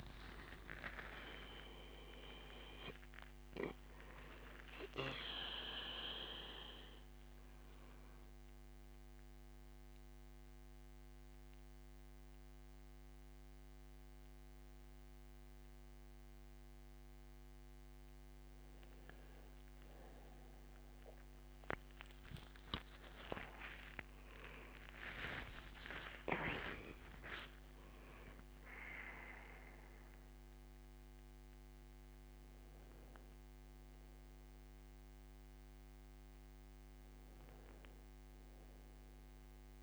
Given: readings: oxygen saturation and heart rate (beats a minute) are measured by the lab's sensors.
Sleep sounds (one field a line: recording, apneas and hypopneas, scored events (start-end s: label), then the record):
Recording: breathing in sleep by a microphone on the trachea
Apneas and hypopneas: none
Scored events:
0.00-20.50 s: oxygen desaturation (device-marked, oxygen 89% lowest, heart rate 70 extreme)
22.50-26.50 s: arousal
From the record:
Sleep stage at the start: N2 (light sleep)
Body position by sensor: on the back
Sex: male